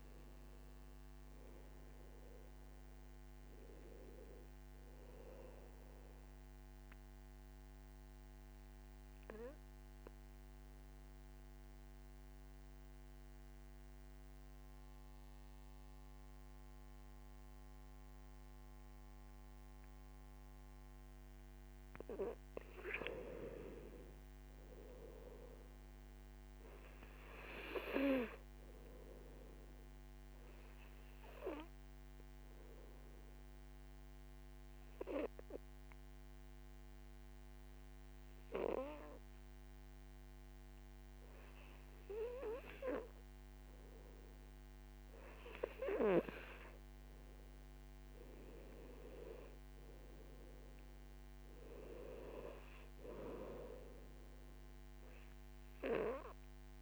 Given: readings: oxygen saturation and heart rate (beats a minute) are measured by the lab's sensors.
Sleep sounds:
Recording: breathing in sleep by a microphone on the trachea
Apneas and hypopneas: 2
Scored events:
0.00-22.00 s: oxygen desaturation (device-marked, oxygen 97% before, 92% lowest, heart rate 62 before, 54 extreme)
5.50-23.00 s: obstructive apnea (oxygen 97% before, 91% lowest, heart rate 68 before, 54 extreme, up 9 after)
24.50-28.00 s: arousal
31.00-46.00 s: oxygen desaturation (device-marked, oxygen 99% before, 94% lowest, heart rate 57 before, 55 extreme)
32.00-46.00 s: obstructive apnea (oxygen 99% before, 89% lowest, heart rate 57 before, 55 extreme, up 9 after)
48.50-53.00 s: arousal
53.00-56.82 s: oxygen desaturation (device-marked, oxygen 97% before, 91% lowest, heart rate 59 before, 52 extreme)
From the record:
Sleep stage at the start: N2 (light sleep)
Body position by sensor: on the right side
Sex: male

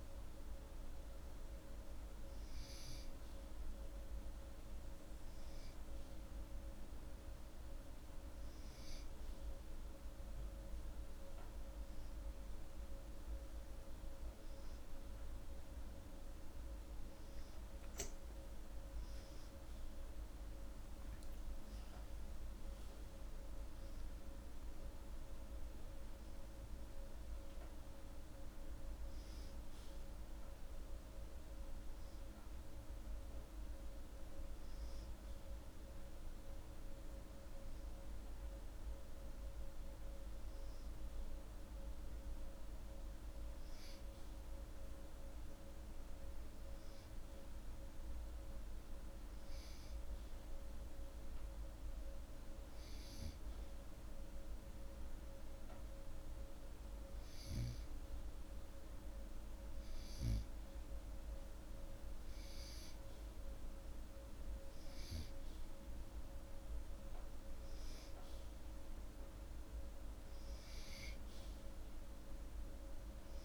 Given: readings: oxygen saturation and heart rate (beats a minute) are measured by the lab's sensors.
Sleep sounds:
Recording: breathing in sleep, hard to hear, by a room microphone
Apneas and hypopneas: none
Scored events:
none scored
From the record:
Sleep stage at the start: N2 (light sleep)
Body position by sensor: upright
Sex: male

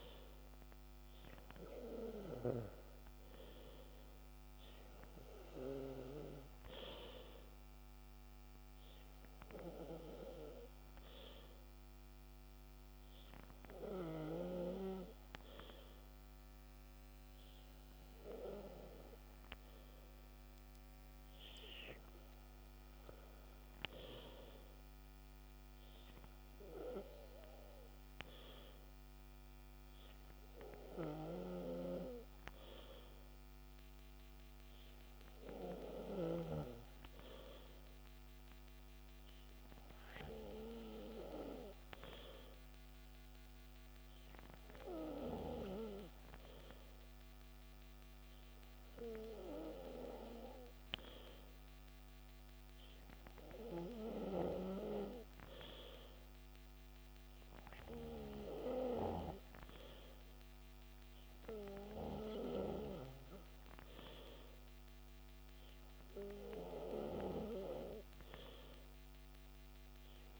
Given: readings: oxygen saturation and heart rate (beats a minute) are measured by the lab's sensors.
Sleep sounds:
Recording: breathing in sleep by a microphone on the trachea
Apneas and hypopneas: none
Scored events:
none scored
From the record:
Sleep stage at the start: N2 (light sleep)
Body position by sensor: on the back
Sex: male

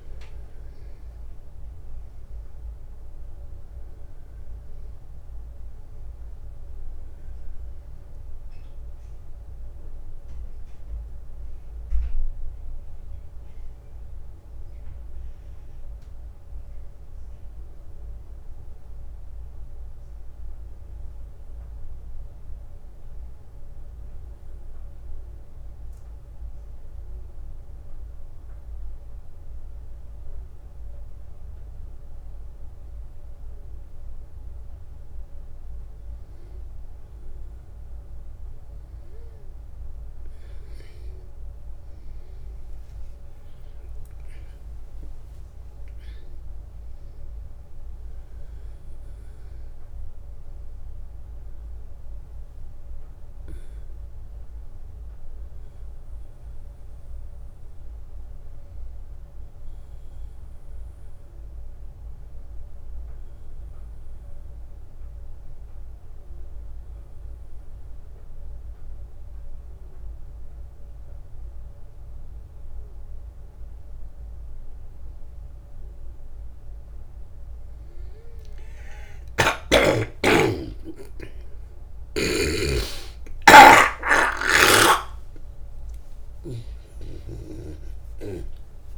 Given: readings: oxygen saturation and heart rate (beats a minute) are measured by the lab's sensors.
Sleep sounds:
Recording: a person partly awake in a sleep study, by a room microphone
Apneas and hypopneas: 2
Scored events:
0.00-15.00 s: oxygen desaturation (device-marked, oxygen 92% lowest, heart rate 61 extreme)
17.00-19.50 s: arousal
22.00-34.50 s: obstructive apnea (oxygen 97% before, 92% lowest, heart rate 67 before, 64 extreme, up 3 after)
38.00-42.50 s: arousal
45.00-65.00 s: oxygen desaturation (device-marked, oxygen 95% before, 92% lowest, heart rate 65 before, 63 extreme)
63.50-75.00 s: obstructive apnea (oxygen 96% before, 93% lowest, heart rate 68 before, 63 extreme, up 14 after)
65.00-88.98 s: new sleep stage, awake
78.50-82.00 s: snoring (device-marked)
From the record:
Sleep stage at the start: N1 (lightest sleep)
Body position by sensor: on the back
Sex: male

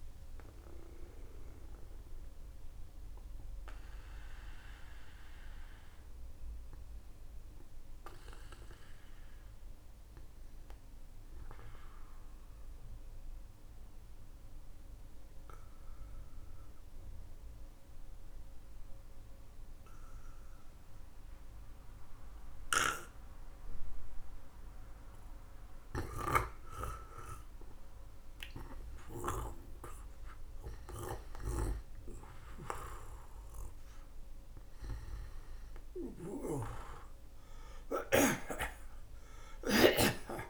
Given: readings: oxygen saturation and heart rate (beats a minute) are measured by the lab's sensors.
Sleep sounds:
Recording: breathing in sleep by a room microphone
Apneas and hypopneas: 1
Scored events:
4.50-8.50 s: arousal
11.50-27.50 s: mixed apnea (oxygen 98% before, 93% lowest, heart rate 57 before, 54 extreme, up 12 after)
18.50-40.50 s: new sleep stage, N2 (light sleep)
29.50-33.50 s: arousal
31.00-40.00 s: snoring (device-marked)
From the record:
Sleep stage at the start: N1 (lightest sleep)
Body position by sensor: on the back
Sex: male

